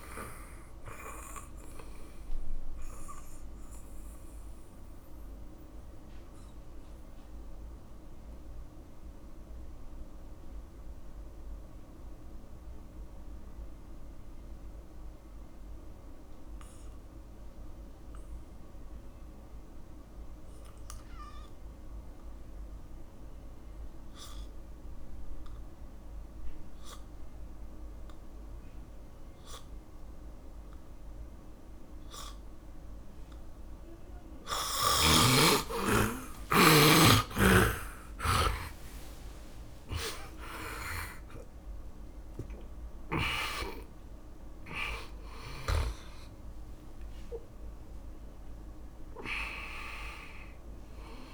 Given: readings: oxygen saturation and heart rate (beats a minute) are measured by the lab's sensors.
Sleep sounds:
breathing in sleep by a room microphone; 1
0.00-24.00 s: oxygen desaturation (device-marked, oxygen 79% lowest, heart rate 48 extreme)
2.50-36.50 s: mixed apnea (oxygen 100% before, 79% lowest, heart rate 58 before, 48 extreme, up 27 after)
30.00-51.34 s: oxygen desaturation (device-marked, oxygen 100% before, 79% lowest, heart rate 57 before, 48 extreme)
38.00-43.50 s: arousal
From the record:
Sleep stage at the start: N2 (light sleep); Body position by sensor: on the back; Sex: male

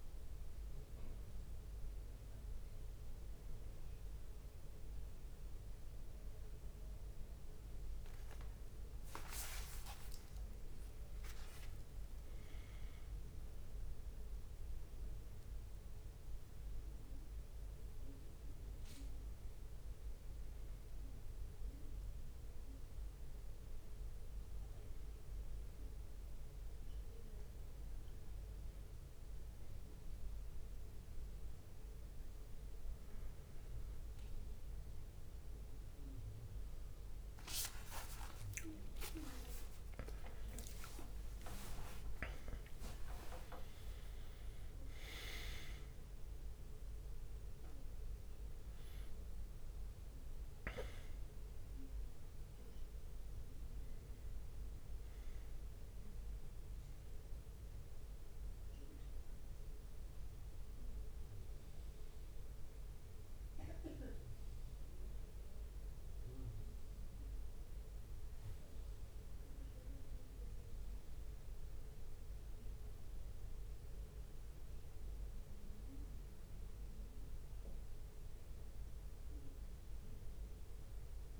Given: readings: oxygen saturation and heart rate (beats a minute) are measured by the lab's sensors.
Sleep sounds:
a person awake in a sleep study, by a room microphone; none
8.00-10.00 s: leg movement (device-marked)
10.00-12.00 s: long interval between heartbeats (device-marked, heart rate 64 before, 79 extreme)
12.00-13.00 s: leg movement (device-marked)
38.00-40.00 s: long interval between heartbeats (device-marked, heart rate 65 before, 85 extreme)
41.00-50.00 s: leg movement (device-marked)
42.00-56.00 s: drop in pulse transit time (device-marked, heart rate 69 before, 71 extreme)
From the record:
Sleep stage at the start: awake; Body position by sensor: on the back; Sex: male

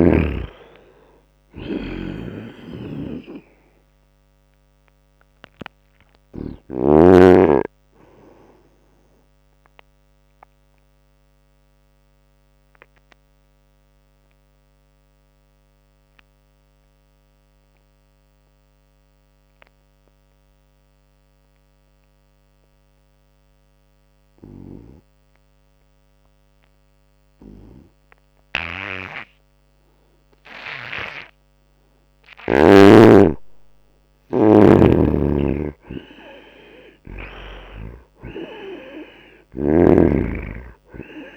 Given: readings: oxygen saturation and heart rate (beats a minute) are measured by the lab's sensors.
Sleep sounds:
breathing in sleep by a microphone on the trachea; 1
0.00-1.00 s: arousal
0.00-23.00 s: oxygen desaturation (device-marked, oxygen 74% lowest, heart rate 66 extreme)
0.50-2.50 s: long interval between heartbeats (device-marked, heart rate 78 before, 79 extreme)
2.00-6.50 s: snoring (device-marked)
7.50-29.50 s: obstructive apnea (oxygen 97% before, 74% lowest, heart rate 81 before, 79 extreme, up 2 after)
30.00-41.37 s: oxygen desaturation (device-marked, oxygen 97% before, 77% lowest, heart rate 84 before, 78 extreme)
32.00-36.50 s: arousal
34.50-38.00 s: snoring (device-marked)
From the record:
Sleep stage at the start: N2 (light sleep); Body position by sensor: on the right side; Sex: male

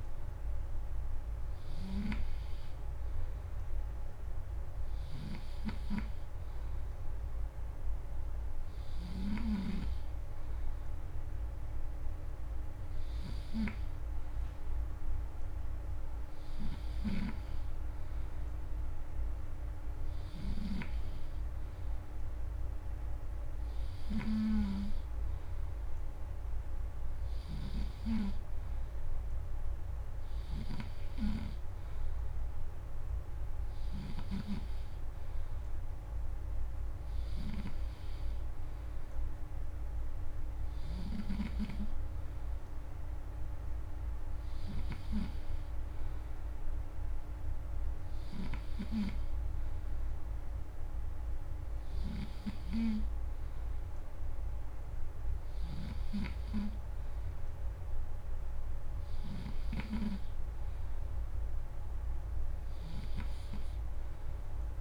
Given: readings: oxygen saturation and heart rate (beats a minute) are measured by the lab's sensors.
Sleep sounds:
breathing in sleep by a room microphone; none
1.50-9.00 s: snoring (device-marked)
16.50-20.50 s: snoring (device-marked)
27.00-63.00 s: snoring (device-marked)
From the record:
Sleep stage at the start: N3 (deep sleep); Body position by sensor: on the back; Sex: male

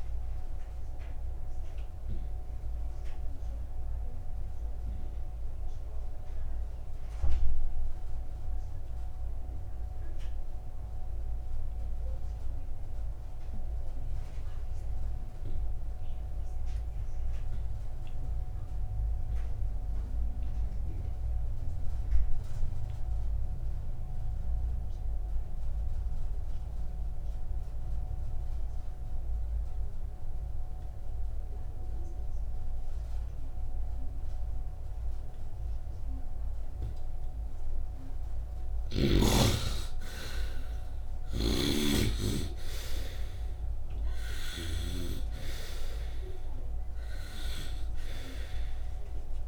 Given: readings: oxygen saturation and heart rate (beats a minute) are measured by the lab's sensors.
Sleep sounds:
breathing in sleep by a room microphone; 1
0.00-25.00 s: oxygen desaturation (device-marked, oxygen 66% lowest, heart rate 47 extreme)
1.00-38.00 s: obstructive apnea (oxygen 86% before, 64% lowest, heart rate 58 before, 47 extreme, up 10 after)
40.00-44.00 s: arousal
40.00-49.48 s: oxygen desaturation (device-marked, oxygen 85% before, 64% lowest, heart rate 53 before, 59 extreme)
41.50-45.00 s: snoring (device-marked)
From the record:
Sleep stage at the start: N2 (light sleep); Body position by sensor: upright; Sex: male

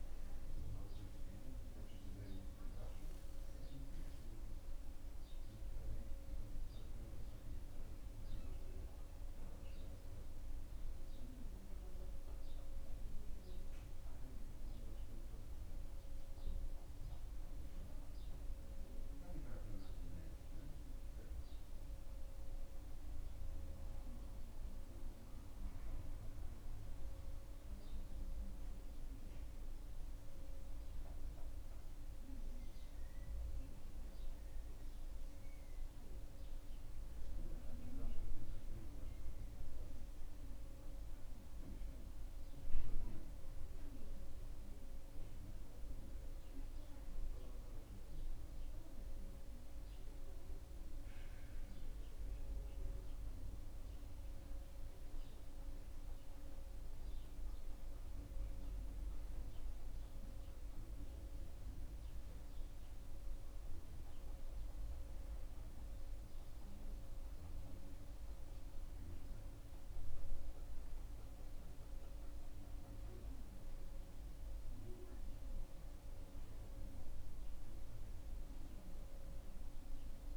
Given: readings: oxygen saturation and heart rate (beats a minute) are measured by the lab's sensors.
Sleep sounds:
breathing in sleep, hard to hear, by a room microphone; none
4.00-8.50 s: arousal
From the record:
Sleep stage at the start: N2 (light sleep); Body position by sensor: on the back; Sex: male

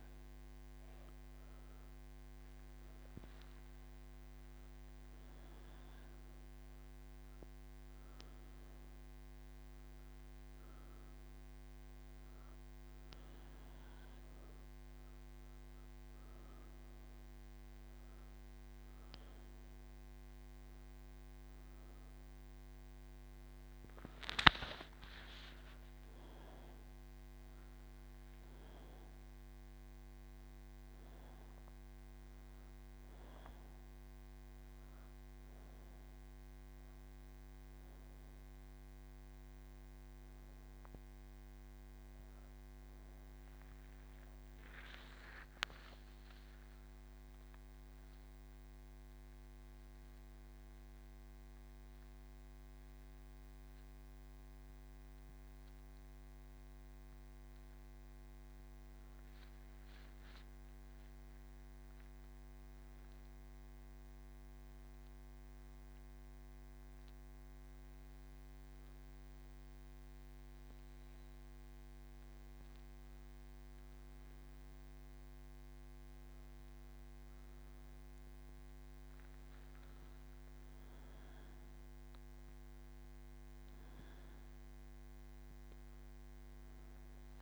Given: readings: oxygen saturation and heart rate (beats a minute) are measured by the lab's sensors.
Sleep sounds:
breathing in sleep, hard to hear, by a microphone on the trachea; 1
63.00-73.50 s: obstructive apnea (oxygen 97% before, 95% lowest)
From the record:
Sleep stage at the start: N3 (deep sleep); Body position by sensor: on the right side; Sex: female

